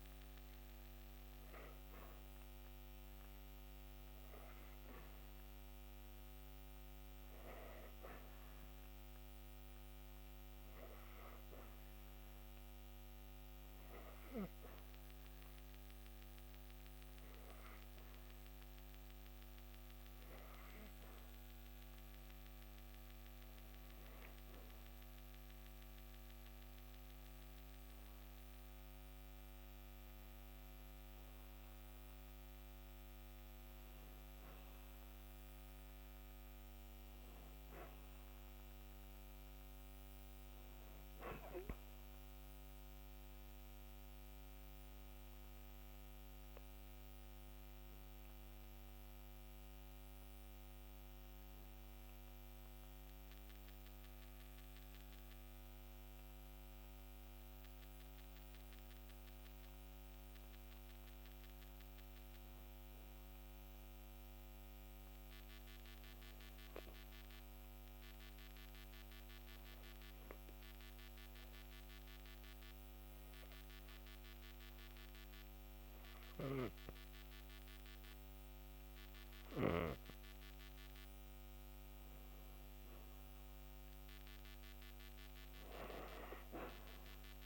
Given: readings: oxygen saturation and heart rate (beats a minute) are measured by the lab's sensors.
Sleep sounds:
breathing in sleep, hard to hear, by a microphone on the trachea; 2
0.50-21.00 s: hypopnea (oxygen 97% before, 95% lowest)
26.00-30.00 s: arousal
59.00-62.00 s: arousal
66.50-80.00 s: obstructive apnea (oxygen 96% before, 93% lowest)
82.50-85.50 s: arousal
From the record:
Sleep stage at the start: N2 (light sleep); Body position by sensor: on the back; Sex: female

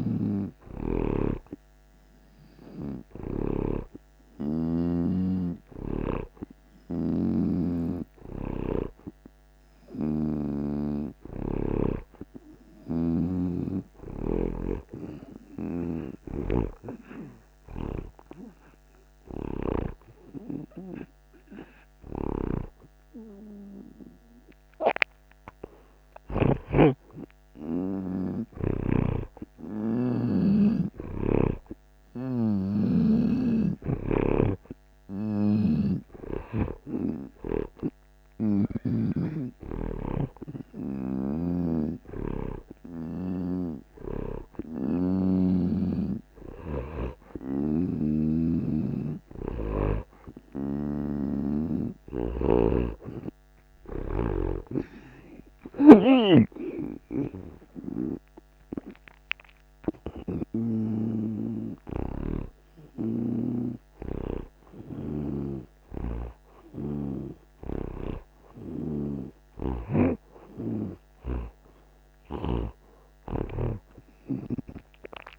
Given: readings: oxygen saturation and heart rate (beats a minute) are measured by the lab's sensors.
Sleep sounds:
breathing in sleep by a microphone on the trachea; none
0.00-10.50 s: snoring (device-marked)
12.50-20.00 s: snoring (device-marked)
22.00-26.50 s: snoring (device-marked)
33.50-37.00 s: snoring (device-marked)
39.00-51.00 s: oxygen desaturation (device-marked, oxygen 90% before, 86% lowest)
41.50-70.00 s: snoring (device-marked)
72.00-75.39 s: snoring (device-marked)
From the record:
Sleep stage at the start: N2 (light sleep); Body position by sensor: on the right side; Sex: male

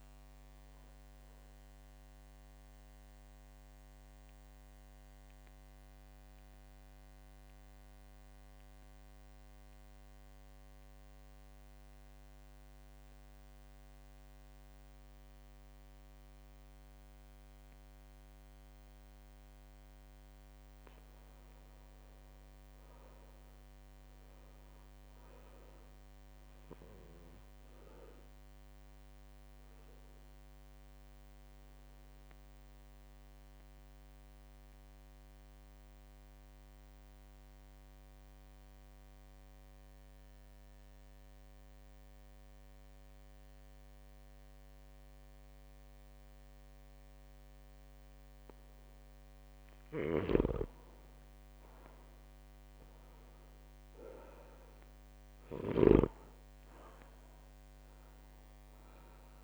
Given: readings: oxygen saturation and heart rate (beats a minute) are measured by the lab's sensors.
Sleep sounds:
breathing in sleep, hard to hear, by a microphone on the trachea; 2
0.00-12.00 s: oxygen desaturation (device-marked, oxygen 82% lowest, heart rate 52 extreme)
2.50-18.50 s: central apnea (oxygen 98% before, 82% lowest, heart rate 56 before, 52 extreme, up 0 after)
21.00-24.50 s: arousal
29.50-49.00 s: mixed apnea (oxygen 100% before, 90% lowest, heart rate 54 before, 51 extreme, up 1 after)
34.00-48.00 s: oxygen desaturation (device-marked, oxygen 99% before, 95% lowest, heart rate 53 before, 51 extreme)
50.00-56.00 s: snoring (device-marked)
53.00-57.00 s: arousal
From the record:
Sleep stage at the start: REM sleep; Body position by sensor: on the back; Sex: male

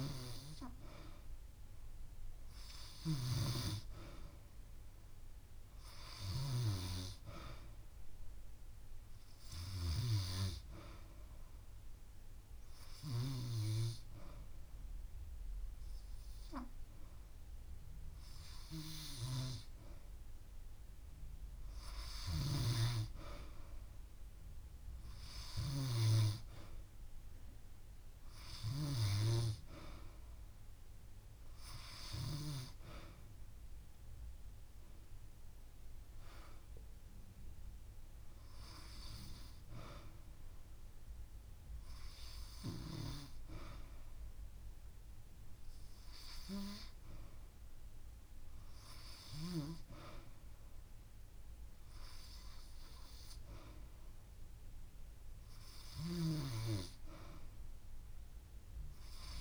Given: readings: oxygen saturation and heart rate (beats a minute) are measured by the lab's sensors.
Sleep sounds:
breathing in sleep by a room microphone; 1
10.00-22.00 s: obstructive apnea (oxygen 95% before, 92% lowest)
25.00-27.50 s: arousal
From the record:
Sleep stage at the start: N2 (light sleep); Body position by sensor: on the back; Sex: female

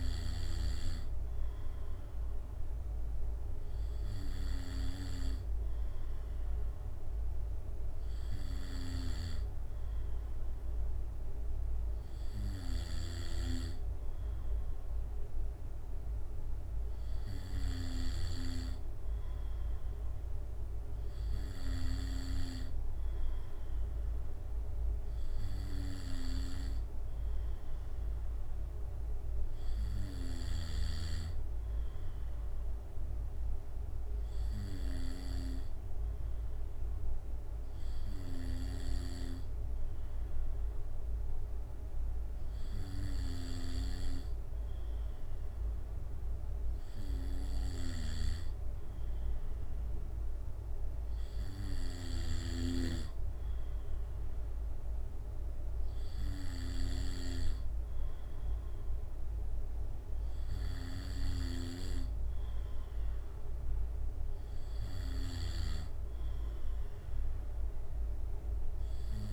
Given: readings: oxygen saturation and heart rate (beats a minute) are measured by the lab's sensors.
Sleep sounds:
breathing in sleep by a room microphone; none
none scored
From the record:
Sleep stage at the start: N2 (light sleep); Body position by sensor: on the back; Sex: male

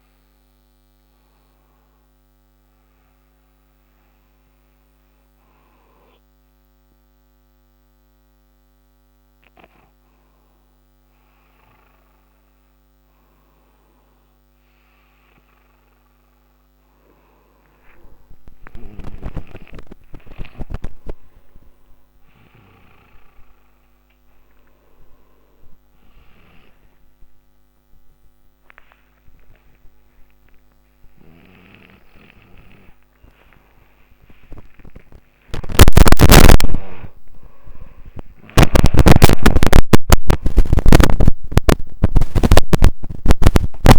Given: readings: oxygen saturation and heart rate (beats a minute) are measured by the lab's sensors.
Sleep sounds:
a person awake in a sleep study, by a microphone on the trachea; none
none scored
From the record:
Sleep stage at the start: awake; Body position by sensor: upright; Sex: male

